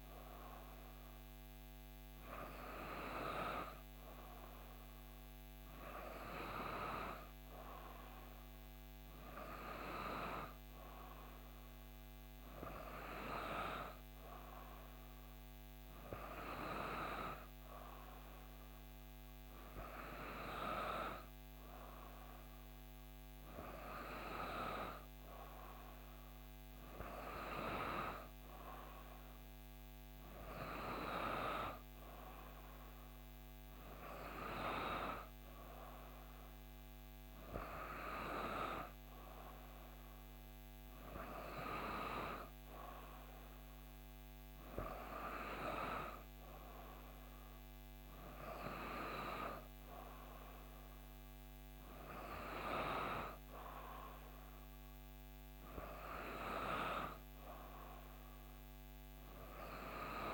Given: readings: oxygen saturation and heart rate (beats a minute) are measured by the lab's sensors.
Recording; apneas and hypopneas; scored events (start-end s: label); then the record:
breathing in sleep by a microphone on the trachea; none
none scored
From the record:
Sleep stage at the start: N3 (deep sleep); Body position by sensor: on the back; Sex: female